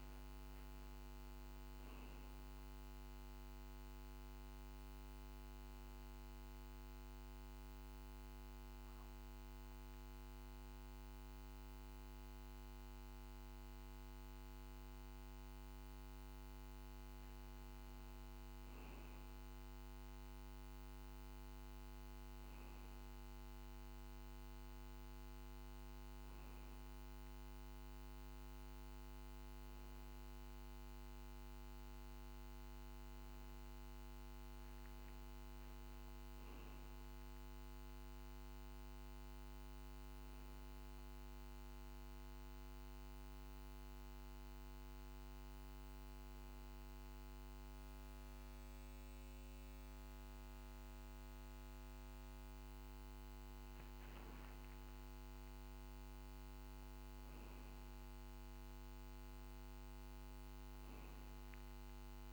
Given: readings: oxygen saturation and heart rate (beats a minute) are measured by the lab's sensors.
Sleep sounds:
breathing in sleep, hard to hear, by a microphone on the trachea; 2
4.00-18.00 s: obstructive apnea (oxygen 96% before, 94% lowest, heart rate 55 before, 48 extreme, up 2 after)
19.50-23.50 s: arousal
39.50-52.00 s: obstructive apnea (oxygen 96% before, 94% lowest, heart rate 49 before, 48 extreme, up 11 after)
54.50-58.00 s: arousal
From the record:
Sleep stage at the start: N2 (light sleep); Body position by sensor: on the back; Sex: male

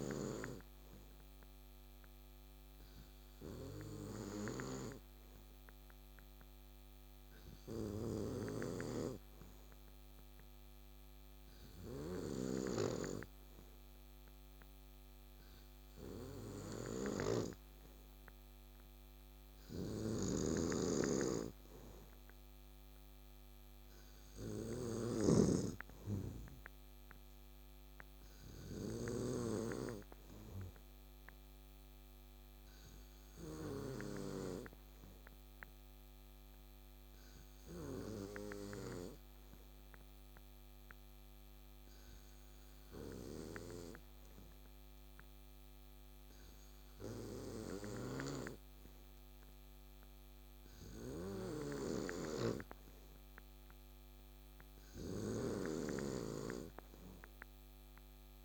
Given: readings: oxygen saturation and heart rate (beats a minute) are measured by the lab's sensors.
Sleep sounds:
breathing in sleep by a microphone on the trachea; none
20.00-25.50 s: snoring (device-marked)
52.50-58.45 s: new sleep stage, N3 (deep sleep)
56.50-58.45 s: oxygen desaturation (device-marked, oxygen 95% before, 90% lowest, heart rate 70 before, 68 extreme)
From the record:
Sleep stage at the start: N2 (light sleep); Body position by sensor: on the back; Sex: male

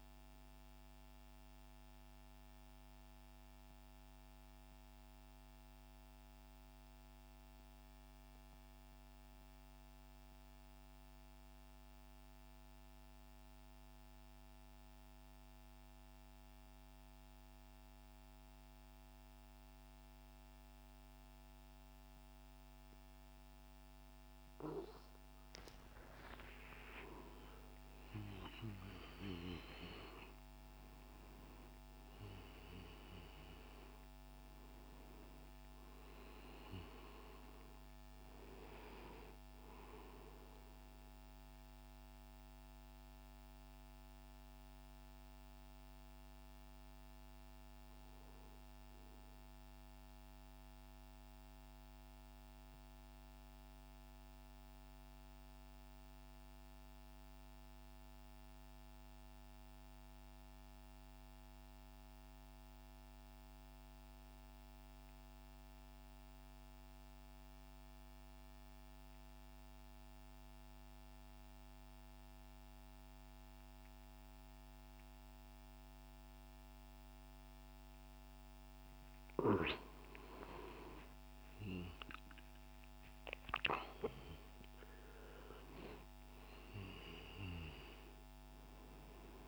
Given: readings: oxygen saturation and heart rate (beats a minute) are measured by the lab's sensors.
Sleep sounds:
breathing in sleep by a microphone on the trachea; 2
2.00-24.00 s: mixed apnea (oxygen 97% before, 91% lowest, heart rate 74 before, 40 extreme, up 20 after)
20.00-33.00 s: oxygen desaturation (device-marked, oxygen 97% before, 94% lowest, heart rate 76 before, 40 extreme)
25.50-30.00 s: arousal
35.00-53.00 s: oxygen desaturation (device-marked, oxygen 95% before, 91% lowest, heart rate 81 before, 88 extreme)
40.50-78.50 s: mixed apnea (oxygen 97% before, 89% lowest, heart rate 92 before, 98 extreme, up 23 after)
73.00-89.48 s: oxygen desaturation (device-marked, oxygen 98% before, 89% lowest, heart rate 127 before, 101 extreme)
81.00-86.00 s: arousal
From the record:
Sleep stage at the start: N2 (light sleep); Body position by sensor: on the right side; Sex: male

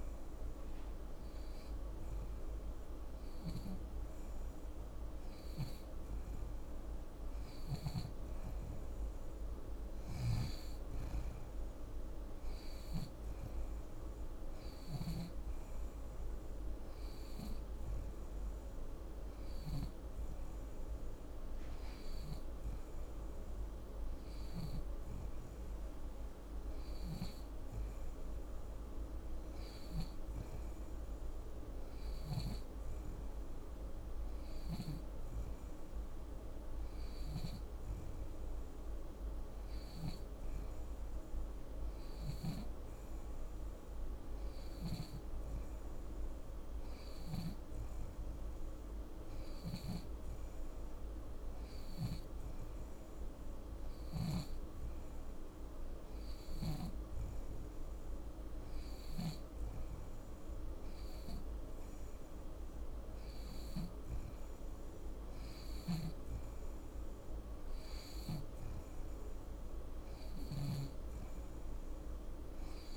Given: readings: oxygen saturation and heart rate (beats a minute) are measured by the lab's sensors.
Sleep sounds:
breathing in sleep, hard to hear, by a room microphone; none
9.50-15.00 s: snoring (device-marked)
41.50-47.00 s: snoring (device-marked)
49.00-54.00 s: snoring (device-marked)
65.00-72.97 s: snoring (device-marked)
From the record:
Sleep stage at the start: N2 (light sleep); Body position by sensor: on the back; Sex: female

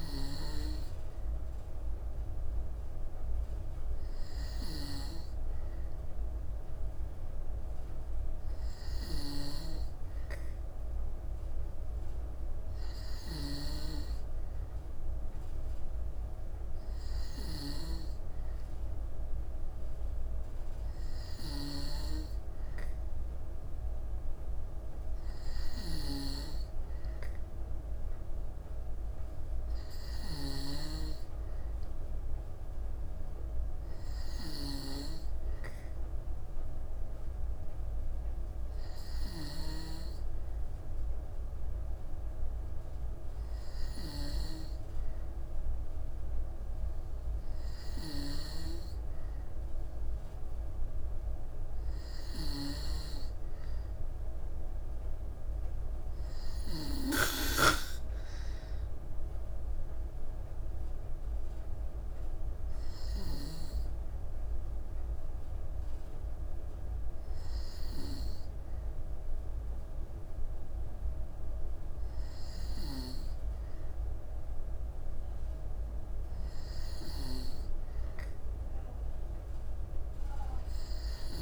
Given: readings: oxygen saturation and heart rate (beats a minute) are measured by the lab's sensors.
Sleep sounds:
breathing in sleep by a room microphone; none
none scored
From the record:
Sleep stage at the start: N2 (light sleep); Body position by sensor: on the back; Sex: female

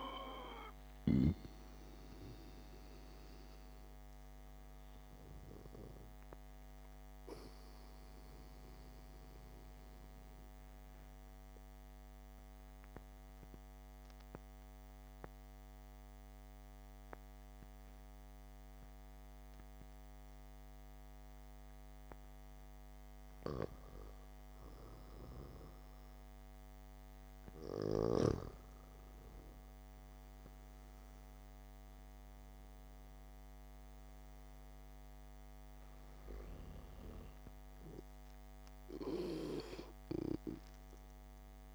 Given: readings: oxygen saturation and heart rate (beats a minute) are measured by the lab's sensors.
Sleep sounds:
breathing in sleep by a microphone on the trachea; 1
0.00-5.00 s: oxygen desaturation (device-marked, oxygen 91% lowest, heart rate 54 extreme)
7.00-23.00 s: mixed apnea (oxygen 99% before, 90% lowest, heart rate 60 before, 61 extreme)
11.00-18.00 s: oxygen desaturation (device-marked, oxygen 93% before, 90% lowest, heart rate 62 before, 61 extreme)
28.50-32.50 s: arousal
From the record:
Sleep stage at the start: N2 (light sleep); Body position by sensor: on the back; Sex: male

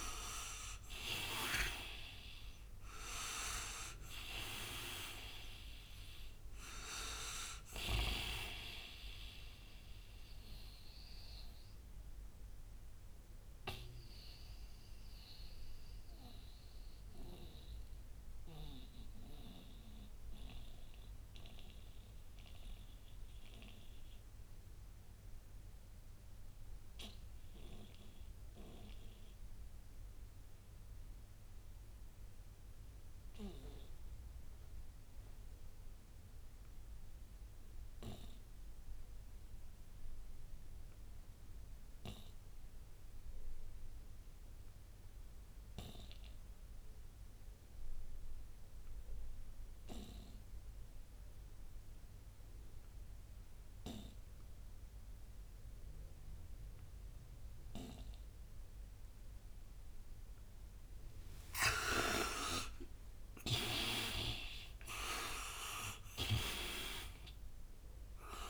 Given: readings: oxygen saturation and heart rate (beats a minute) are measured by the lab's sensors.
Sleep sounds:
breathing in sleep by a room microphone; 1
0.00-1.00 s: arousal
0.00-30.00 s: oxygen desaturation (device-marked, oxygen 79% lowest, heart rate 58 extreme)
10.00-60.50 s: mixed apnea (oxygen 99% before, 73% lowest, heart rate 68 before, 58 extreme, up 48 after)
44.00-68.50 s: oxygen desaturation (device-marked, oxygen 99% before, 73% lowest, heart rate 59 before, 58 extreme)
62.00-67.00 s: arousal
65.50-68.50 s: snoring (device-marked)
From the record:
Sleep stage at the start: N2 (light sleep); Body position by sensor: on the right side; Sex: male

